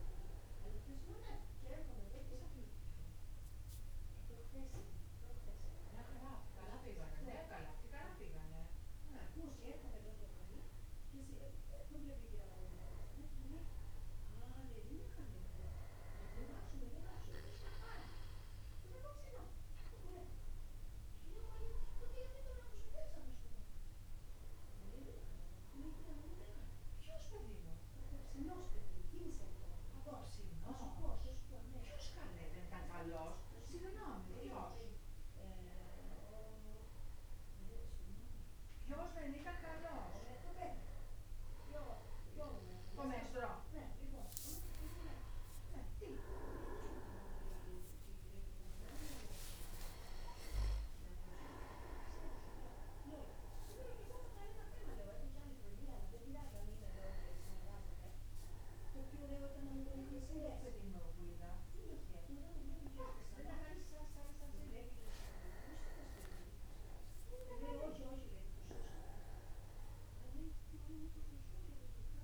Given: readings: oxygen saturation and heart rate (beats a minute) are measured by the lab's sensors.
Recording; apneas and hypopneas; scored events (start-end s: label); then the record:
a person awake in a sleep study, by a room microphone; none
45.00-47.00 s: long interval between heartbeats (device-marked, heart rate 56 before, 62 extreme)
50.00-52.00 s: long interval between heartbeats (device-marked, heart rate 59 before, 94 extreme)
From the record:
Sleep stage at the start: awake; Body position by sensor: upright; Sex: male